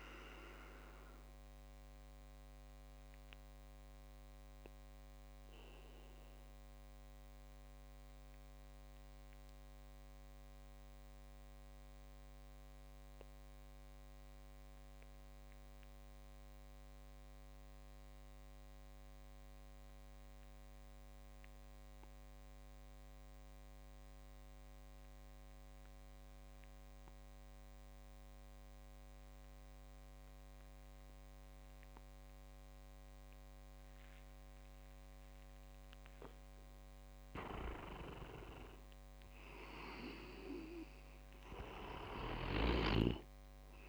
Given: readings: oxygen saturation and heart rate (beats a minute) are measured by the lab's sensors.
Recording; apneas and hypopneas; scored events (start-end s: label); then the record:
breathing in sleep by a microphone on the trachea; 1
0.00-10.50 s: oxygen desaturation (device-marked, oxygen 88% lowest)
0.50-36.50 s: obstructive apnea (oxygen 96% before, 88% lowest)
29.50-43.89 s: oxygen desaturation (device-marked, oxygen 98% before, 88% lowest)
38.00-42.50 s: arousal
From the record:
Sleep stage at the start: N2 (light sleep); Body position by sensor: on the back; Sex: male